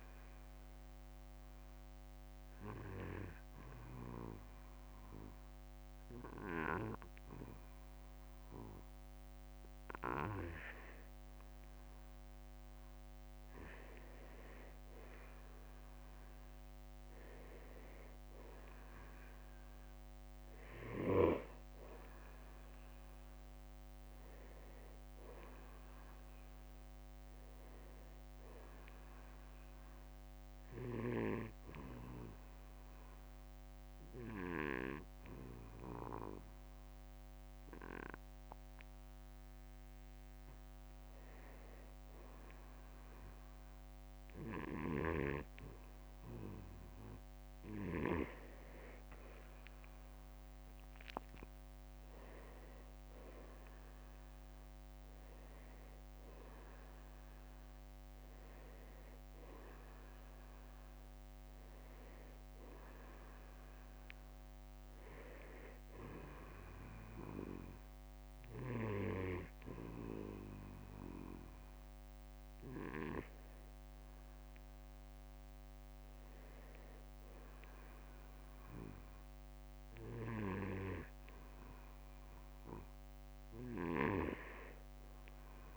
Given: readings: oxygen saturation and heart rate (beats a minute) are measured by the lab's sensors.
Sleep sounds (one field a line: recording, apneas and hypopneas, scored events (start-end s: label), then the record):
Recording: breathing in sleep by a microphone on the trachea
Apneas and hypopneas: 3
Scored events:
0.50-12.00 s: obstructive apnea (oxygen 94% before, 89% lowest, heart rate 56 before, 52 extreme, up 10 after)
15.00-18.50 s: arousal
23.00-47.00 s: oxygen desaturation (device-marked, oxygen 95% before, 89% lowest, heart rate 55 before, 42 extreme)
29.00-31.00 s: long interval between heartbeats (device-marked, heart rate 57 before, 59 extreme)
30.00-40.50 s: obstructive apnea (oxygen 95% before, 89% lowest, heart rate 57 before, 43 extreme, up 7 after)
39.00-41.00 s: long interval between heartbeats (device-marked, heart rate 59 before, 55 extreme)
50.50-56.00 s: arousal
58.50-60.50 s: long interval between heartbeats (device-marked, heart rate 61 before, 61 extreme)
62.00-64.00 s: long interval between heartbeats (device-marked, heart rate 62 before, 55 extreme)
65.00-76.50 s: hypopnea (oxygen 94% before, 90% lowest, heart rate 60 before, 45 extreme, up 13 after)
79.00-82.00 s: arousal
From the record:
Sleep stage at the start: N2 (light sleep)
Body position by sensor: on the back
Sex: male